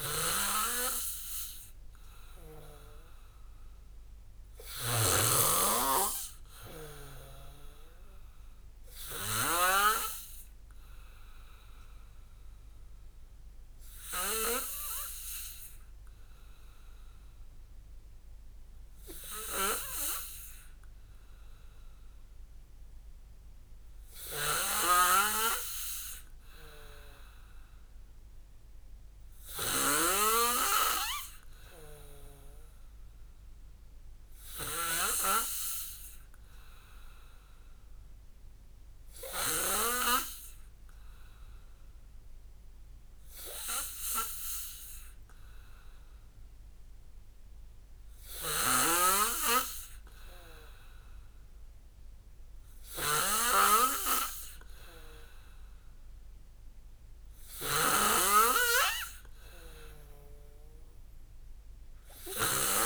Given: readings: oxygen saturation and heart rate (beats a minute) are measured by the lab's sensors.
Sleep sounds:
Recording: breathing in sleep by a room microphone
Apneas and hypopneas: none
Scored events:
0.00-10.00 s: snoring (device-marked)
24.50-40.00 s: snoring (device-marked)
48.50-62.86 s: snoring (device-marked)
From the record:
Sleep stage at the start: N2 (light sleep)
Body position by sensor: on the back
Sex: male

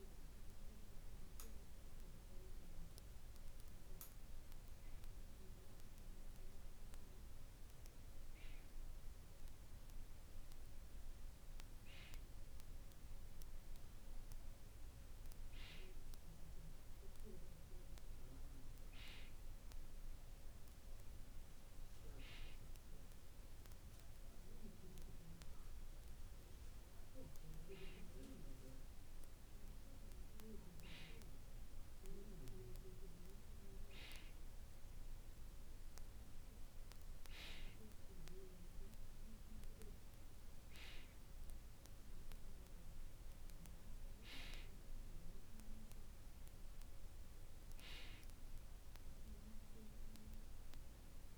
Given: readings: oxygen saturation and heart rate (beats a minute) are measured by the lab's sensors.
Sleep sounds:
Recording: breathing in sleep by a room microphone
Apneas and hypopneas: none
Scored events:
none scored
From the record:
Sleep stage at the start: N2 (light sleep)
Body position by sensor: on the back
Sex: male

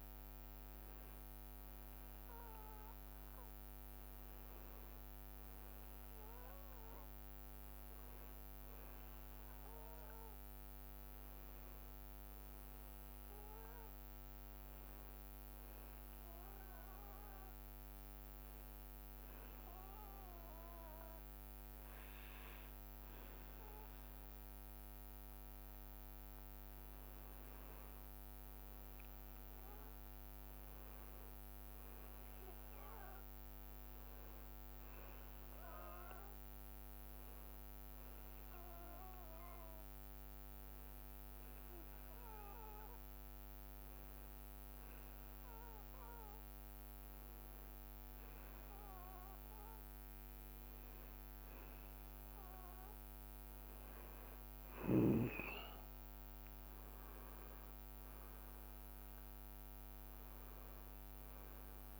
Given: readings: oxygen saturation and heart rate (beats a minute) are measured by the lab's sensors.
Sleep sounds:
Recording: breathing in sleep, hard to hear, by a microphone on the trachea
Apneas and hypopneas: 2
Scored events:
0.00-1.50 s: leg movement (device-marked)
4.50-9.00 s: arousal
8.00-11.00 s: leg movement (device-marked)
14.00-22.50 s: leg movement (device-marked)
17.00-27.00 s: hypopnea (oxygen 98% before, 95% lowest, heart rate 68 before, 63 extreme, up 5 after)
26.50-29.00 s: leg movement (device-marked)
28.50-32.00 s: arousal
30.00-38.00 s: leg movement (device-marked)
37.50-49.00 s: hypopnea (oxygen 97% before, 95% lowest, heart rate 67 before, 63 extreme, up 4 after)
42.50-50.50 s: leg movement (device-marked)
56.00-62.00 s: leg movement (device-marked)
60.00-62.00 s: arousal
From the record:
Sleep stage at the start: N2 (light sleep)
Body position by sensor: on the back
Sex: male

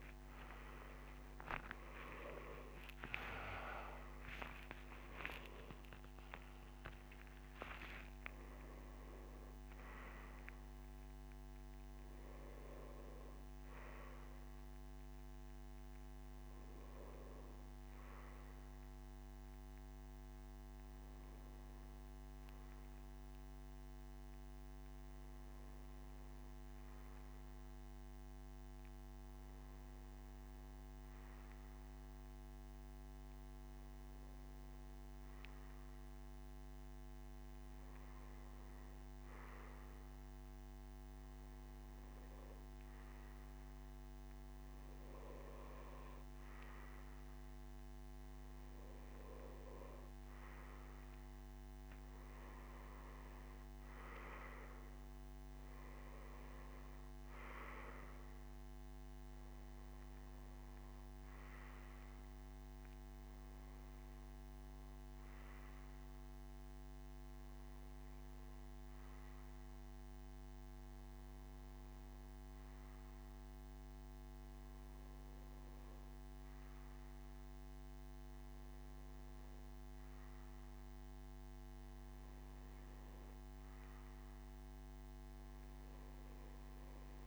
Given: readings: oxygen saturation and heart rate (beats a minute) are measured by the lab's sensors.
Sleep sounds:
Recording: breathing in sleep, hard to hear, by a microphone on the trachea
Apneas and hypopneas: none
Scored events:
none scored
From the record:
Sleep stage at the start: N1 (lightest sleep)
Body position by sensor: on the back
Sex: male

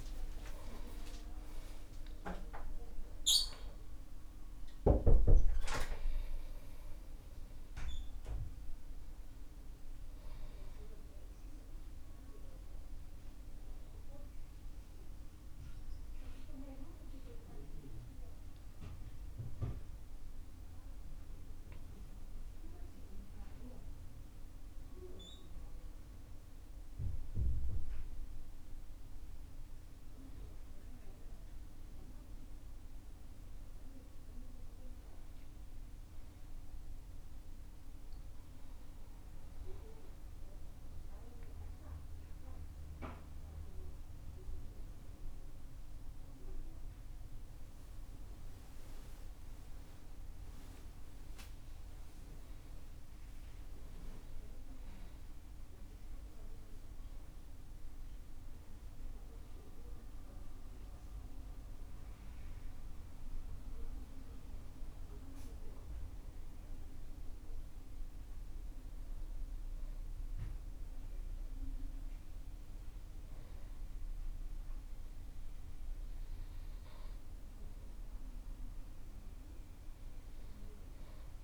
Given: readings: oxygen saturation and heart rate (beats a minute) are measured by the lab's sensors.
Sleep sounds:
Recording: a person awake in a sleep study, by a room microphone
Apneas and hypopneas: none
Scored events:
56.50-81.44 s: new sleep stage, N2 (light sleep)
From the record:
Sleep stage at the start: awake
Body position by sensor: on the back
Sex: male

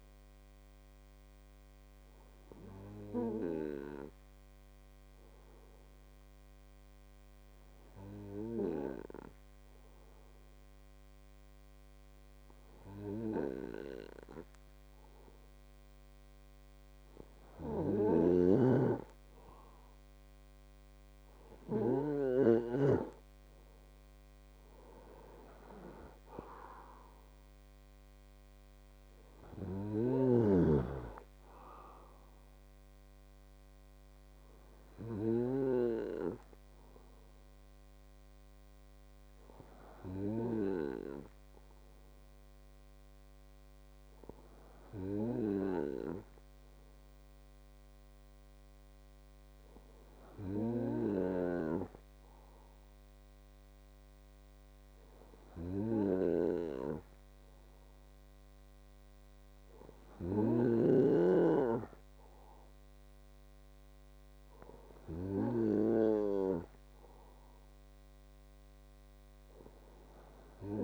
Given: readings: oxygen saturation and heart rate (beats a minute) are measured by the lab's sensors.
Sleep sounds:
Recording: breathing in sleep by a microphone on the trachea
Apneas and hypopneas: 1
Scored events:
2.00-17.00 s: hypopnea (oxygen 98% before, 95% lowest, heart rate 122 before, 37 extreme, up 51 after)
19.00-22.50 s: arousal
From the record:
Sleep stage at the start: N2 (light sleep)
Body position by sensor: on the right side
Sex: male

